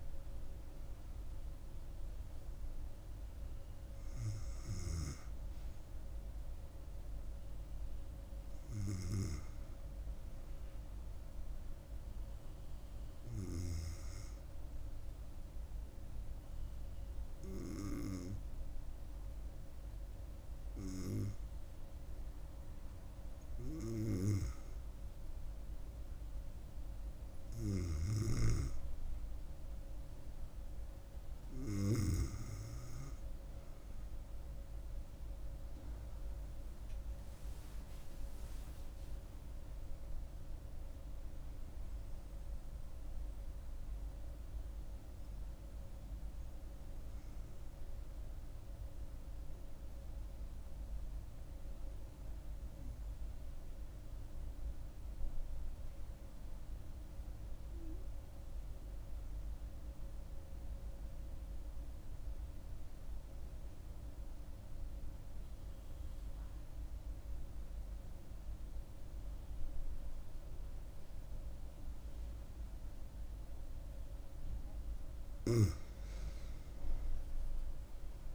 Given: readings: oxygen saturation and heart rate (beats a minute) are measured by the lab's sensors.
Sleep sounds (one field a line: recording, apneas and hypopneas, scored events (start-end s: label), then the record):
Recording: breathing in sleep by a room microphone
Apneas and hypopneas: 1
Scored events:
53.00-73.50 s: mixed apnea (oxygen 97% before, 91% lowest, heart rate 75 before, 65 extreme, up 6 after)
70.00-78.34 s: oxygen desaturation (device-marked, oxygen 97% before, 91% lowest, heart rate 68 before, 63 extreme)
From the record:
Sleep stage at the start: N2 (light sleep)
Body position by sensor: on the back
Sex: female